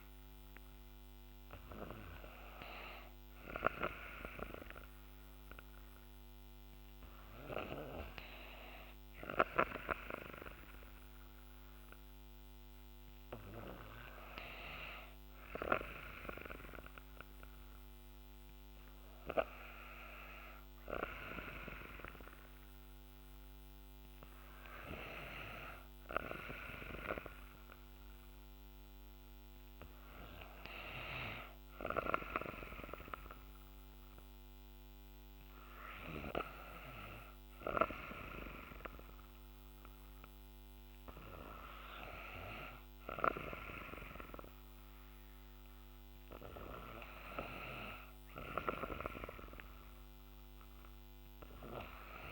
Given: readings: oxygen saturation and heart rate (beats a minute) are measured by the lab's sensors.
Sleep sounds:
breathing in sleep by a microphone on the trachea; none
none scored
From the record:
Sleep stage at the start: N2 (light sleep); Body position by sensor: on the back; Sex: female

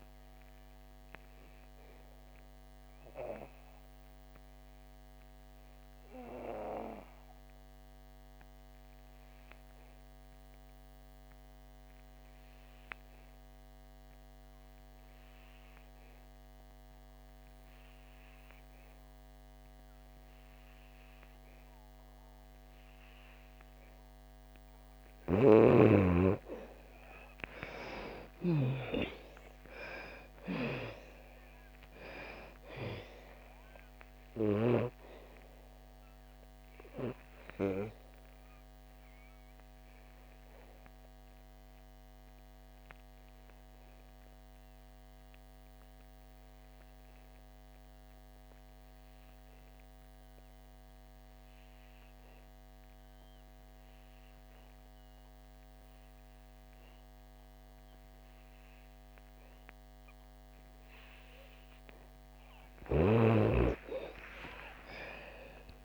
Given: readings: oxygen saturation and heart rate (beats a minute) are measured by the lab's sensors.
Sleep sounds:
breathing in sleep by a microphone on the trachea; 2
0.00-14.50 s: oxygen desaturation (device-marked, oxygen 82% lowest, heart rate 60 extreme)
0.50-24.00 s: obstructive apnea (oxygen 97% before, 81% lowest, heart rate 68 before, 60 extreme, up 16 after)
22.50-51.50 s: oxygen desaturation (device-marked, oxygen 99% before, 82% lowest, heart rate 63 before, 61 extreme)
25.00-28.50 s: snoring (device-marked)
27.50-31.50 s: arousal
38.50-60.50 s: obstructive apnea (oxygen 99% before, 81% lowest, heart rate 72 before, 61 extreme, up 25 after)
61.50-65.85 s: oxygen desaturation (device-marked, oxygen 98% before, 81% lowest, heart rate 63 before, 60 extreme)
63.00-65.85 s: arousal
From the record:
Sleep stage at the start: N2 (light sleep); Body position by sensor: on the back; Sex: female

